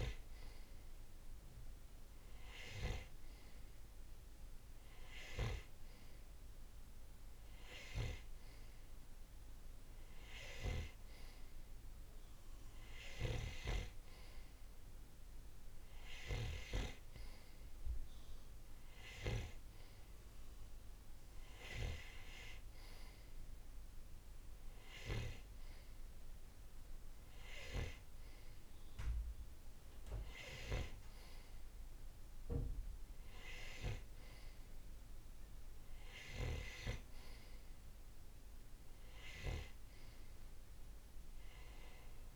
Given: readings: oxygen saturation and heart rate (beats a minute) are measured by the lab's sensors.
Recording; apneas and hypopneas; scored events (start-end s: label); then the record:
breathing in sleep by a room microphone; none
12.50-42.36 s: new sleep stage, N3 (deep sleep)
From the record:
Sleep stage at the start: N2 (light sleep); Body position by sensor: on the right side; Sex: male